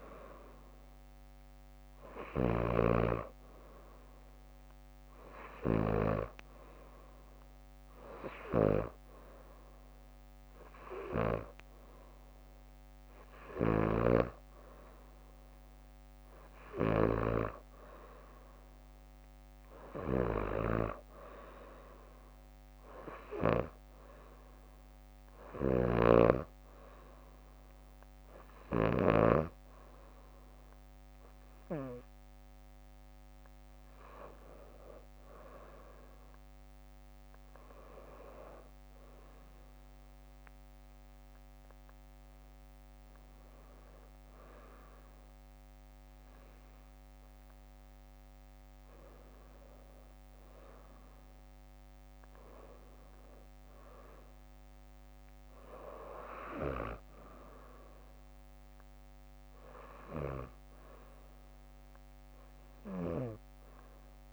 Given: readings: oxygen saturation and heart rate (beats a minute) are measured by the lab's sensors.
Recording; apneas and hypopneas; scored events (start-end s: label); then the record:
breathing in sleep by a microphone on the trachea; none
0.00-1.00 s: leg movement (device-marked)
0.00-6.00 s: snoring (device-marked)
6.50-20.50 s: drop in pulse transit time (device-marked, heart rate 63 before, 64 extreme)
13.50-17.00 s: snoring (device-marked)
25.50-29.00 s: snoring (device-marked)
28.00-35.50 s: leg movement (device-marked)
34.50-36.50 s: bradycardia (device-marked, heart rate 64 before, 64 extreme)
45.50-47.50 s: bradycardia (device-marked, heart rate 64 before, 60 extreme)
53.50-55.50 s: bradycardia (device-marked, heart rate 64 before, 61 extreme)
From the record:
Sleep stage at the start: N2 (light sleep); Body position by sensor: on the back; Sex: female